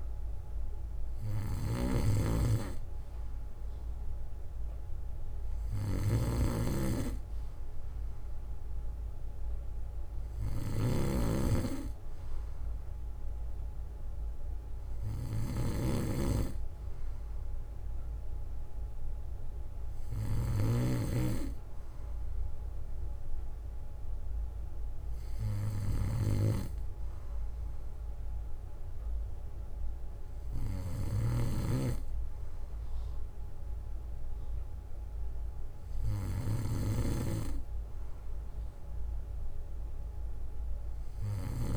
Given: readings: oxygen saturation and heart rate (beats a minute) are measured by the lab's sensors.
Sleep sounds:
breathing in sleep by a room microphone; none
0.00-21.00 s: snoring (device-marked)
22.50-24.50 s: bradycardia (device-marked, heart rate 61 before, 61 extreme)
25.50-29.50 s: bradycardia (device-marked, heart rate 61 before, 57 extreme)
31.00-37.00 s: snoring (device-marked)
32.50-35.50 s: bradycardia (device-marked, heart rate 61 before, 60 extreme)
36.50-38.50 s: bradycardia (device-marked, heart rate 61 before, 58 extreme)
From the record:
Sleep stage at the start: N2 (light sleep); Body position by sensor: on the back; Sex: male

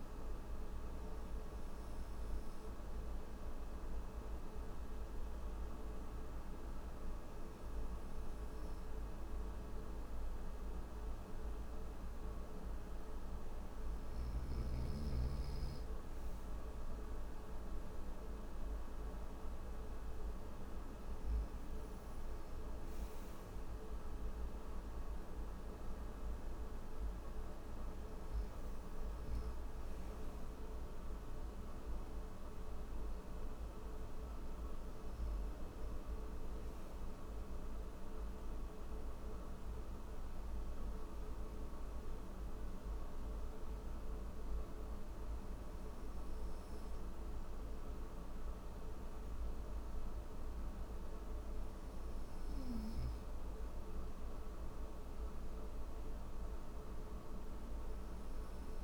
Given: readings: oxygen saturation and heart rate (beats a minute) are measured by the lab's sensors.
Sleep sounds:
breathing in sleep, hard to hear, by a room microphone; none
none scored
From the record:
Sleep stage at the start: N3 (deep sleep); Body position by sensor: upright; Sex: male

